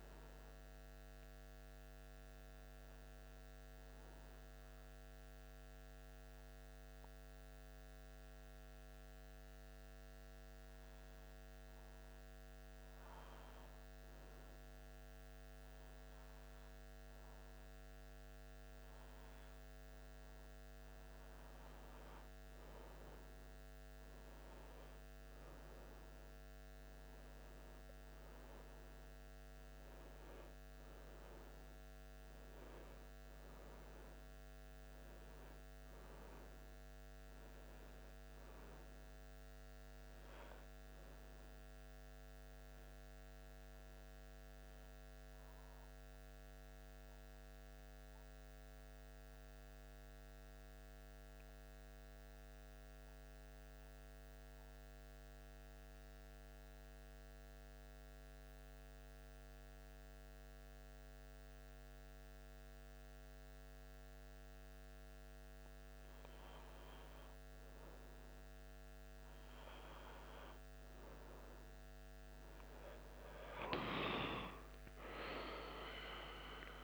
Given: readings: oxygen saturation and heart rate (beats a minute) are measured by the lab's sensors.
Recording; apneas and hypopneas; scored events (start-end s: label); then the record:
breathing in sleep, hard to hear, by a microphone on the trachea; 2
0.00-1.00 s: oxygen desaturation (device-marked, oxygen 90% lowest, heart rate 76 extreme)
0.00-1.50 s: arousal
5.50-19.50 s: obstructive apnea (oxygen 97% before, 93% lowest, heart rate 76 before, 75 extreme, up 0 after)
21.00-25.00 s: arousal
47.50-64.50 s: central apnea (oxygen 97% before, 90% lowest, heart rate 77 before, 74 extreme, up 2 after)
64.00-76.84 s: oxygen desaturation (device-marked, oxygen 97% before, 92% lowest, heart rate 76 before, 74 extreme)
67.00-72.00 s: arousal
From the record:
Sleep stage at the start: N2 (light sleep); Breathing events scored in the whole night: 195 in 3.5 hours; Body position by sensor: on the back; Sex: male